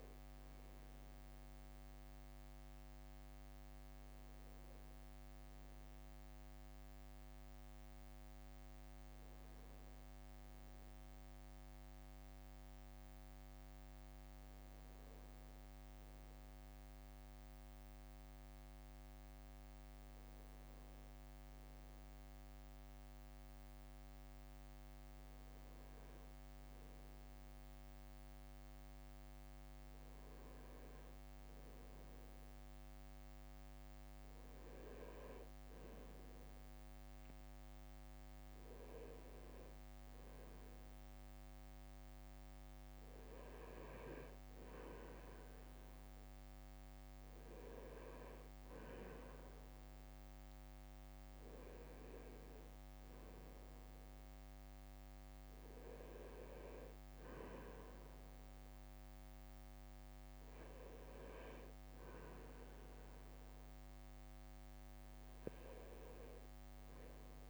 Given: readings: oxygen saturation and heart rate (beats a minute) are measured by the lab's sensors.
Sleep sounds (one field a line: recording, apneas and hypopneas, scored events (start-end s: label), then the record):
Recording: a person partly awake in a sleep study, by a microphone on the trachea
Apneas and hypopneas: none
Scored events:
15.50-45.50 s: new sleep stage, N1 (lightest sleep)
45.50-67.50 s: new sleep stage, N2 (light sleep)
From the record:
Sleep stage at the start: awake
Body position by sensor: on the right side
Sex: male